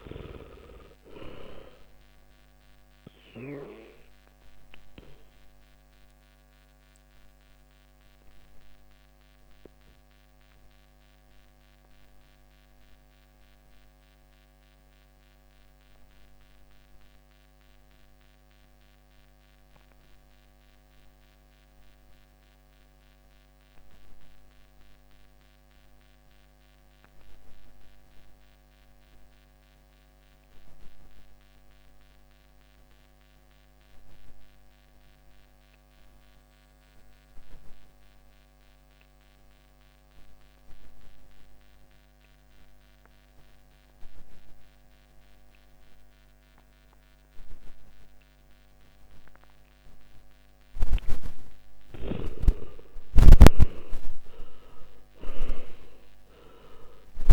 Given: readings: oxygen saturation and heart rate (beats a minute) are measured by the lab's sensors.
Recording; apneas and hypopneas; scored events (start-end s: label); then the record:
breathing in sleep by a microphone on the trachea; 1
0.00-30.00 s: oxygen desaturation (device-marked, oxygen 75% lowest, heart rate 53 extreme)
3.50-51.00 s: obstructive apnea (oxygen 98% before, 75% lowest, heart rate 67 before, 50 extreme, up 17 after)
39.00-57.33 s: oxygen desaturation (device-marked, oxygen 99% before, 75% lowest, heart rate 59 before, 50 extreme)
53.00-57.00 s: arousal
From the record:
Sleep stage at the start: N2 (light sleep); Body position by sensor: on the back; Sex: male